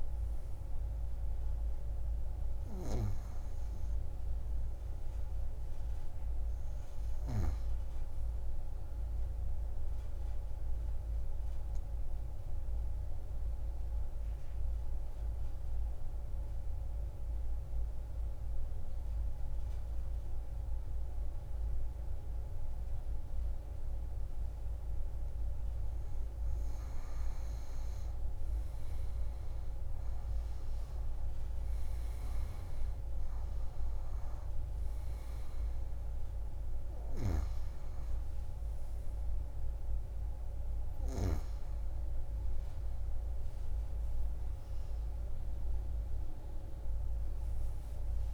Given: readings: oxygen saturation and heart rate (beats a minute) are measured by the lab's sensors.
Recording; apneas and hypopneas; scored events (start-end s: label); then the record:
breathing in sleep, hard to hear, by a room microphone; 1
0.00-15.50 s: oxygen desaturation (device-marked, oxygen 91% lowest)
9.00-25.50 s: obstructive apnea (oxygen 97% before, 89% lowest)
27.50-30.50 s: arousal
29.50-48.34 s: oxygen desaturation (device-marked, oxygen 97% before, 89% lowest)
From the record:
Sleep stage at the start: N2 (light sleep); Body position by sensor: on the back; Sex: female